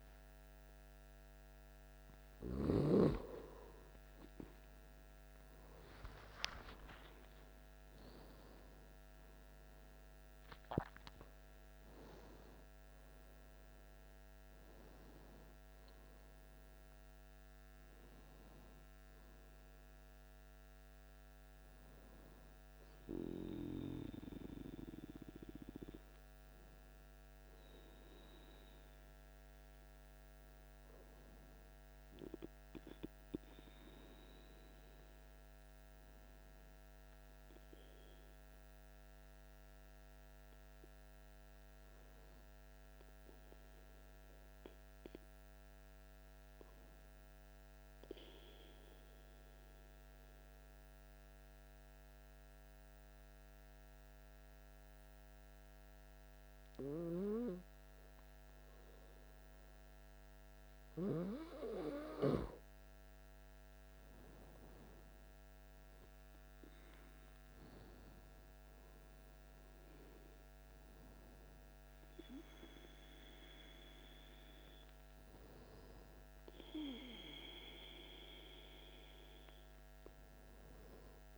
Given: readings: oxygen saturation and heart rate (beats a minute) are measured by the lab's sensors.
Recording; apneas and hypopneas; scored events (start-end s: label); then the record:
breathing in sleep by a microphone on the trachea; 1
0.00-16.50 s: oxygen desaturation (device-marked, oxygen 93% lowest, heart rate 55 extreme)
6.50-11.00 s: arousal
24.50-41.50 s: oxygen desaturation (device-marked, oxygen 94% before, 91% lowest, heart rate 65 before, 55 extreme)
34.50-37.50 s: arousal
39.50-61.50 s: obstructive apnea (oxygen 94% before, 94% lowest, heart rate 57 before, 54 extreme, up 5 after)
64.00-68.00 s: arousal
72.50-79.50 s: oxygen desaturation (device-marked, oxygen 97% before, 95% lowest, heart rate 59 before, 53 extreme)
From the record:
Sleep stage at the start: N2 (light sleep); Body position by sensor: on the back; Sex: male